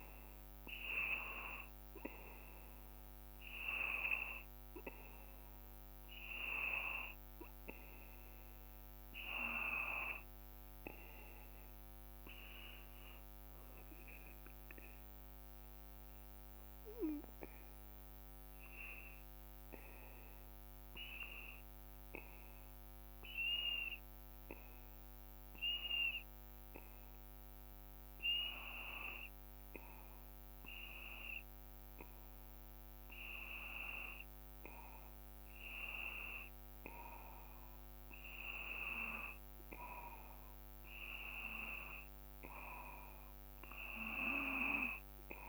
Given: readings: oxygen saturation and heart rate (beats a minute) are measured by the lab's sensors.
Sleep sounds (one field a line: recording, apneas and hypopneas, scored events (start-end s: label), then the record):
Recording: breathing in sleep by a microphone on the trachea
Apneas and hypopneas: 1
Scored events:
0.00-11.50 s: oxygen desaturation (device-marked, oxygen 89% lowest, heart rate 55 extreme)
15.50-19.50 s: arousal
22.00-41.00 s: hypopnea (oxygen 95% before, 92% lowest, heart rate 57 before, 56 extreme, up 2 after)
33.50-45.48 s: oxygen desaturation (device-marked, oxygen 95% before, 92% lowest, heart rate 57 before, 55 extreme)
42.50-45.48 s: arousal
From the record:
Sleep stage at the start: N2 (light sleep)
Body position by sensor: on the back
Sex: male